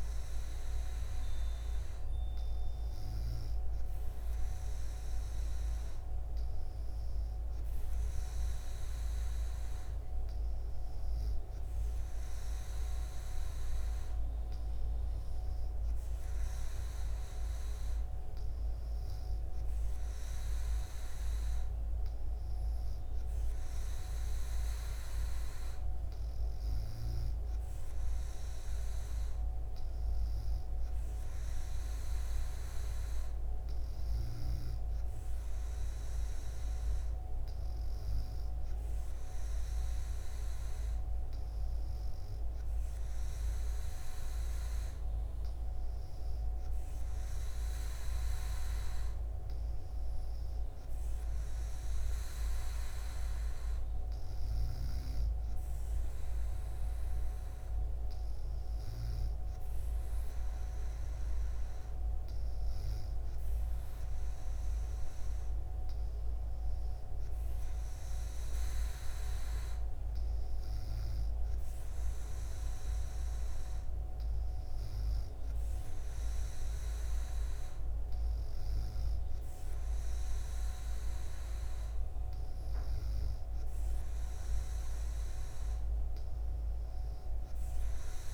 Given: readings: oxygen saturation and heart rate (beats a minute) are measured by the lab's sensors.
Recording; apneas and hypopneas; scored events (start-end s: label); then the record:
breathing in sleep, hard to hear, by a room microphone; none
none scored
From the record:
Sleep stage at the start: N2 (light sleep); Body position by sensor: on the back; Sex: female